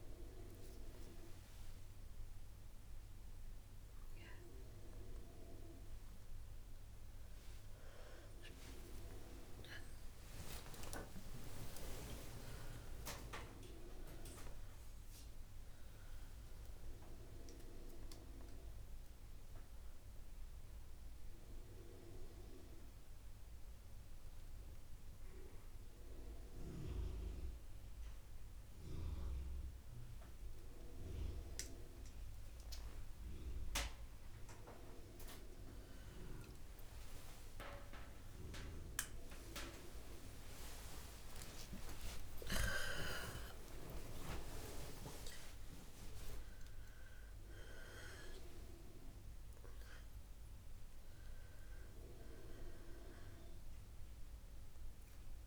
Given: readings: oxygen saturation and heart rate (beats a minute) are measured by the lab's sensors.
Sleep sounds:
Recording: a person awake in a sleep study, by a room microphone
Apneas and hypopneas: none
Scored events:
14.00-23.00 s: oxygen desaturation (device-marked, oxygen 96% before, 93% lowest, heart rate 118 before, 65 extreme)
From the record:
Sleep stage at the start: awake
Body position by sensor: on the right side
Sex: female

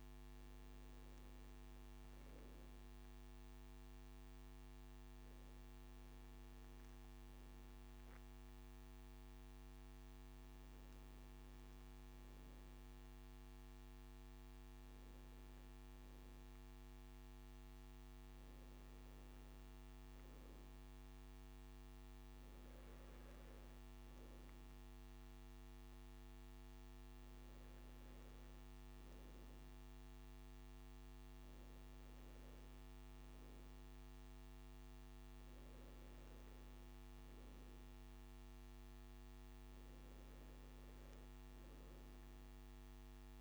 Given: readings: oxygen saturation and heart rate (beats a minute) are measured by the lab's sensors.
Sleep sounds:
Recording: breathing in sleep, hard to hear, by a microphone on the trachea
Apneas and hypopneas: none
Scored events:
none scored
From the record:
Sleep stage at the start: N2 (light sleep)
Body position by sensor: on the right side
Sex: male

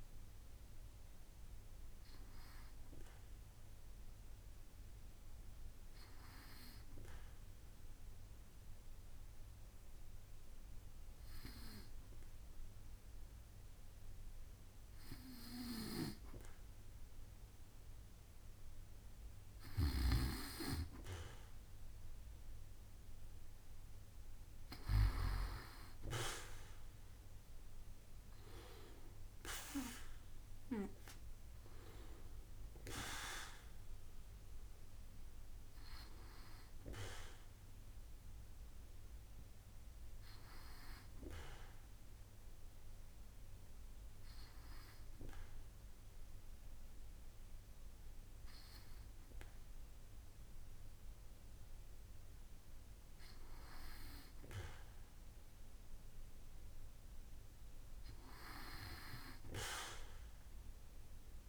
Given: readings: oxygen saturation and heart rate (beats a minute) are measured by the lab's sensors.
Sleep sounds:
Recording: breathing in sleep by a room microphone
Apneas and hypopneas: 2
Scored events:
6.50-19.00 s: hypopnea (oxygen 96% before, 93% lowest, heart rate 70 before, 67 extreme, up 3 after)
22.00-26.00 s: arousal
41.50-55.00 s: hypopnea (oxygen 96% before, 93% lowest, heart rate 72 before, 64 extreme, up 5 after)
58.50-61.49 s: arousal
From the record:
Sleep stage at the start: N2 (light sleep)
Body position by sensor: on the back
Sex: male

